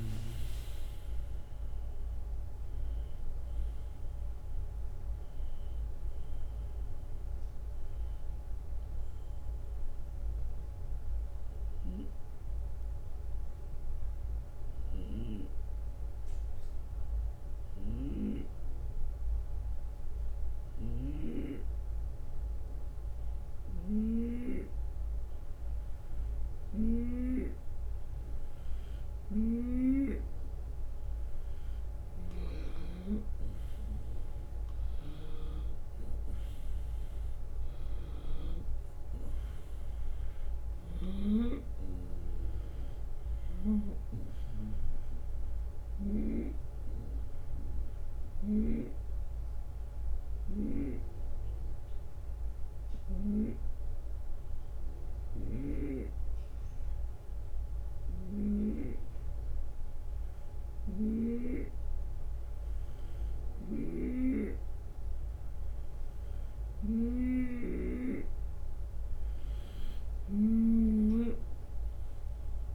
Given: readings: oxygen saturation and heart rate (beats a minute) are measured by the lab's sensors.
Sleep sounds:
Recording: breathing in sleep by a room microphone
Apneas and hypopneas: 2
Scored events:
0.00-12.00 s: oxygen desaturation (device-marked, oxygen 91% lowest)
8.50-24.00 s: obstructive apnea (oxygen 96% before, 91% lowest)
26.00-29.50 s: arousal
29.00-31.00 s: long interval between heartbeats (device-marked)
33.00-58.00 s: oxygen desaturation (device-marked, oxygen 98% before, 92% lowest)
42.50-44.50 s: long interval between heartbeats (device-marked)
48.00-66.50 s: hypopnea (oxygen 98% before, 92% lowest)
55.00-61.50 s: snoring (device-marked)
56.00-59.00 s: drop in pulse transit time (device-marked)
63.50-67.50 s: snoring (device-marked)
70.00-72.00 s: drop in pulse transit time (device-marked)
From the record:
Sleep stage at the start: N2 (light sleep)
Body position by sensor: on the right side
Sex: male

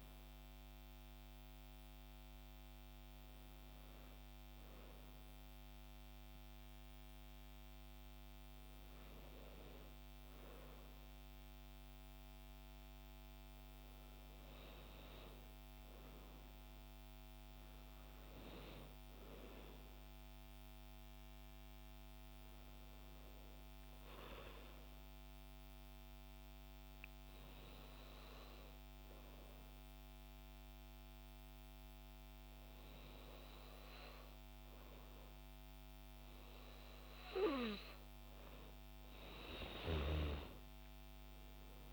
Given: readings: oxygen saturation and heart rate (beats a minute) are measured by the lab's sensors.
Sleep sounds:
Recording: breathing in sleep by a microphone on the trachea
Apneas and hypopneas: 1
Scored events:
0.00-3.00 s: oxygen desaturation (device-marked, oxygen 92% lowest, heart rate 54 extreme)
17.00-21.00 s: arousal
25.00-36.00 s: hypopnea (oxygen 96% before, 90% lowest, heart rate 72 before, 52 extreme, up 44 after)
40.00-41.93 s: arousal
From the record:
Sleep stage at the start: N2 (light sleep)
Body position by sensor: on the back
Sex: female

